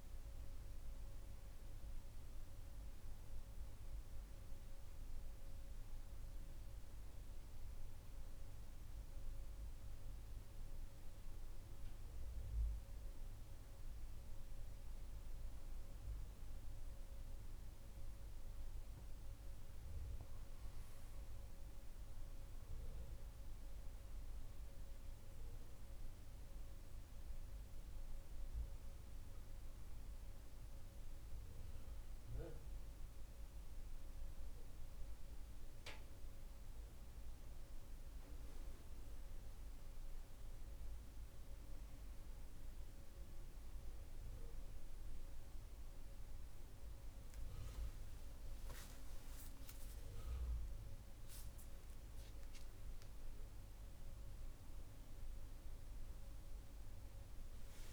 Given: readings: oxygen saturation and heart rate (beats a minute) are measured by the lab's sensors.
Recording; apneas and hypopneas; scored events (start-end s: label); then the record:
breathing in sleep, hard to hear, by a room microphone; none
5.00-57.93 s: new sleep stage, N2 (light sleep)
From the record:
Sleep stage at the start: N1 (lightest sleep); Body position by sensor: on the back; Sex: male